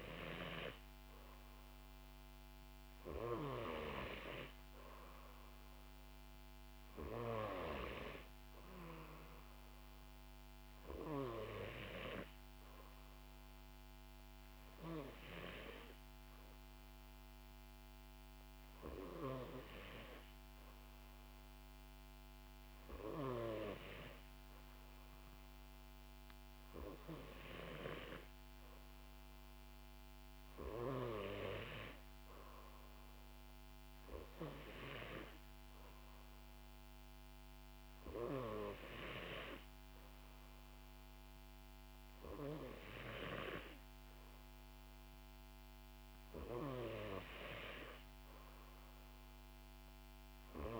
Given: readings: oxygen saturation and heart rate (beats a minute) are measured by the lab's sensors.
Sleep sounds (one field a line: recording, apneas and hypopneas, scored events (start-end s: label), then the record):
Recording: breathing in sleep by a microphone on the trachea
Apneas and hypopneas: none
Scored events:
none scored
From the record:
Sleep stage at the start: N2 (light sleep)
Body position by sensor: on the back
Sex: female